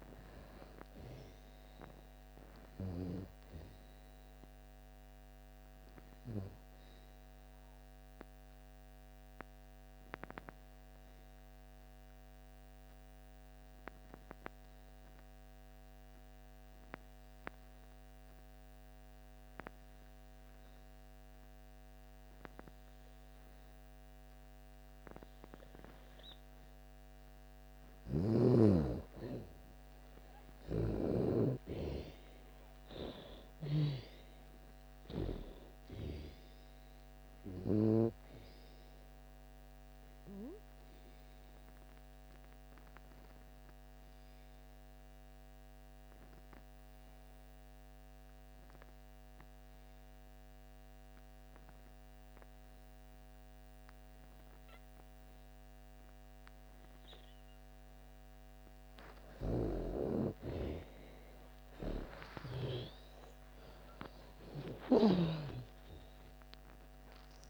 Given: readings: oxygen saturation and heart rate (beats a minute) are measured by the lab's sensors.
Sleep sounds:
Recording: breathing in sleep by a microphone on the trachea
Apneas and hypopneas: 2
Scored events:
0.00-21.50 s: oxygen desaturation (device-marked, oxygen 83% lowest)
4.00-27.50 s: obstructive apnea (oxygen 98% before, 83% lowest)
23.50-55.50 s: oxygen desaturation (device-marked, oxygen 98% before, 84% lowest)
27.50-31.00 s: snoring (device-marked)
30.00-34.00 s: arousal
40.00-58.50 s: obstructive apnea (oxygen 98% before, 80% lowest)
57.50-67.50 s: oxygen desaturation (device-marked, oxygen 97% before, 83% lowest)
61.50-65.50 s: arousal
From the record:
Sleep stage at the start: N2 (light sleep)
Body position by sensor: on the back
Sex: female

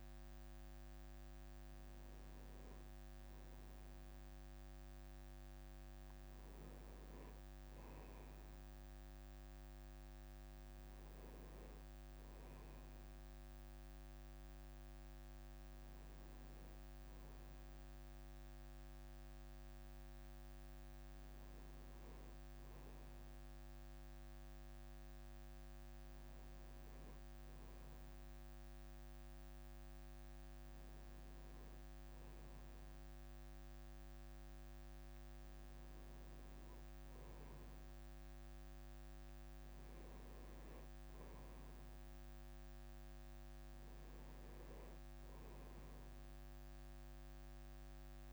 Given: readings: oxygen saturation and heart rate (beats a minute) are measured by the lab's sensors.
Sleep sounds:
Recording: breathing in sleep, hard to hear, by a microphone on the trachea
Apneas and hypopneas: none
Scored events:
7.50-12.00 s: leg movement (device-marked)
43.50-48.33 s: leg movement (device-marked)
From the record:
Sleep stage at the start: N1 (lightest sleep)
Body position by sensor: on the right side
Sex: male

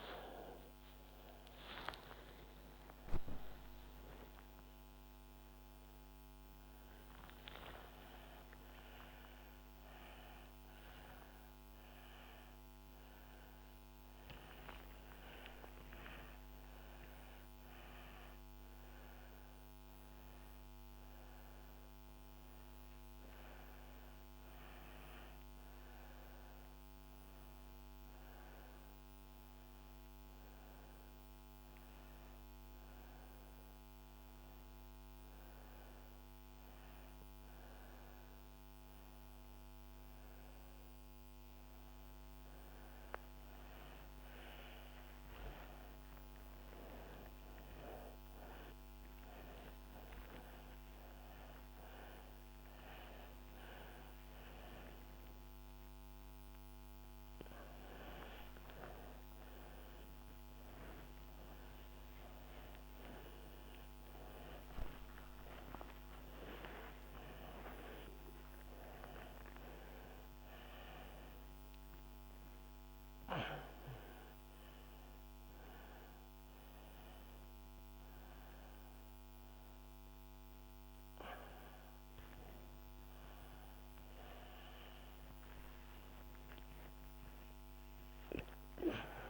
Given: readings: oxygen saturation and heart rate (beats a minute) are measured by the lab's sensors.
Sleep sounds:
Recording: a person awake in a sleep study, by a microphone on the trachea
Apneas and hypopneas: none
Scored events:
none scored
From the record:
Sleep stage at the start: awake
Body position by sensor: upright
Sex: female

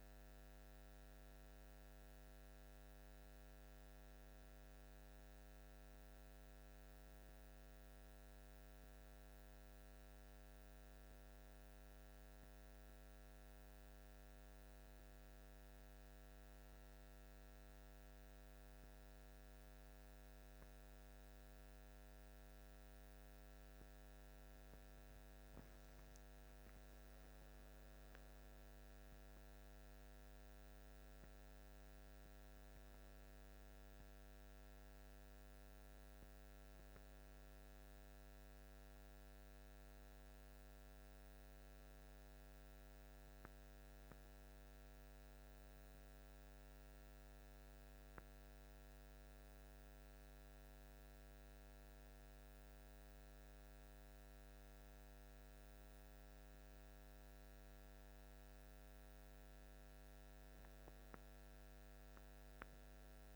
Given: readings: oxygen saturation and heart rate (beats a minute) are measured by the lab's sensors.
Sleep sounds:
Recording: a person partly awake in a sleep study, hard to hear, by a microphone on the trachea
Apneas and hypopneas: none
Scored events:
14.00-63.36 s: new sleep stage, N1 (lightest sleep)
From the record:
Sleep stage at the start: awake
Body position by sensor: on the back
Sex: male

